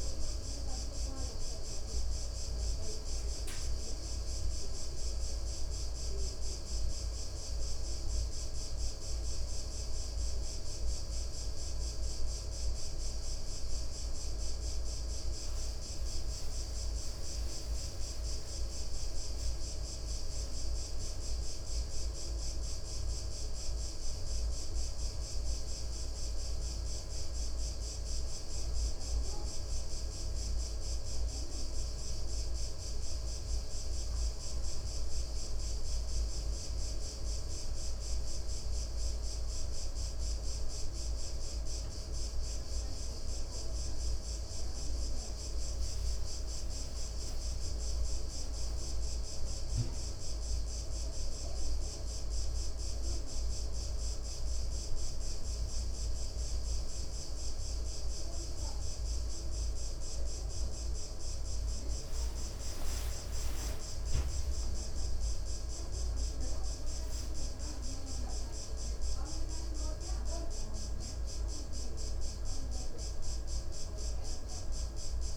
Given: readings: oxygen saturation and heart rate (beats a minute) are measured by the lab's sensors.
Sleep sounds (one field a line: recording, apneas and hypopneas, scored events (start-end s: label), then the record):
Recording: breathing in sleep, hard to hear, by a room microphone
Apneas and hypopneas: 2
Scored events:
4.50-15.50 s: hypopnea (oxygen 98% before, 94% lowest, heart rate 98 before, 61 extreme, up 34 after)
18.50-23.50 s: arousal
20.50-24.50 s: tachycardia (device-marked, heart rate 70 before, 105 extreme)
34.00-45.00 s: hypopnea (oxygen 97% before, 94% lowest, heart rate 83 before, 64 extreme, up 18 after)
46.50-48.50 s: tachycardia (device-marked, heart rate 72 before, 102 extreme)
48.50-53.50 s: arousal
62.50-72.50 s: tachycardia (device-marked, heart rate 72 before, 176 extreme)
73.00-75.37 s: arousal
From the record:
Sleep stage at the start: N2 (light sleep)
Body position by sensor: on the back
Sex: male